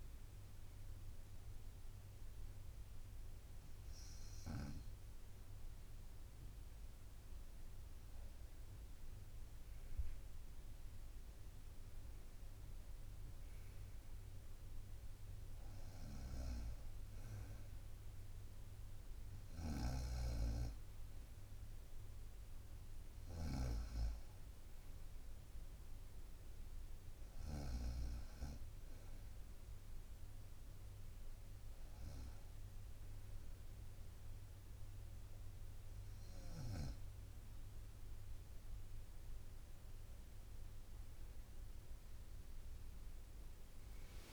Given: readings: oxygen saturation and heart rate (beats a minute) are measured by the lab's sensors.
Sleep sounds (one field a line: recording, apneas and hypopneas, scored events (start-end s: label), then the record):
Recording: breathing in sleep by a room microphone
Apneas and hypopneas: none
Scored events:
19.50-28.00 s: snoring (device-marked)
42.00-44.33 s: tachycardia (device-marked, heart rate 70 before, 142 extreme)
From the record:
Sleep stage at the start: N1 (lightest sleep)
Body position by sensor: on the right side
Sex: female